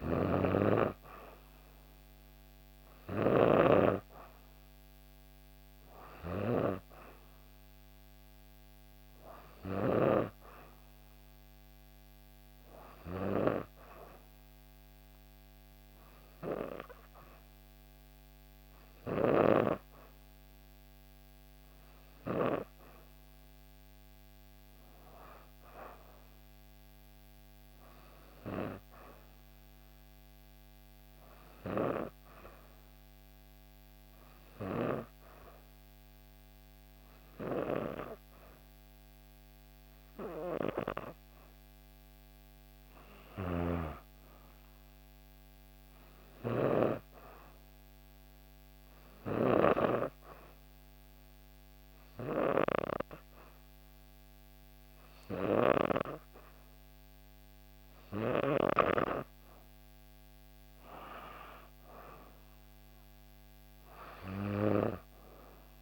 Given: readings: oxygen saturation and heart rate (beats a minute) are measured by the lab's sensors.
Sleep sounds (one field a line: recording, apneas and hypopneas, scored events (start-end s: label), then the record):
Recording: breathing in sleep by a microphone on the trachea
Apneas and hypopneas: 1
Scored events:
0.00-18.00 s: oxygen desaturation (device-marked, oxygen 90% lowest, heart rate 62 extreme)
19.00-23.00 s: arousal
46.00-59.00 s: hypopnea (oxygen 96% before, 93% lowest, heart rate 64 before, 63 extreme, up 2 after)
61.50-65.00 s: arousal
From the record:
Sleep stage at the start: N2 (light sleep)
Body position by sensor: on the back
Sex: female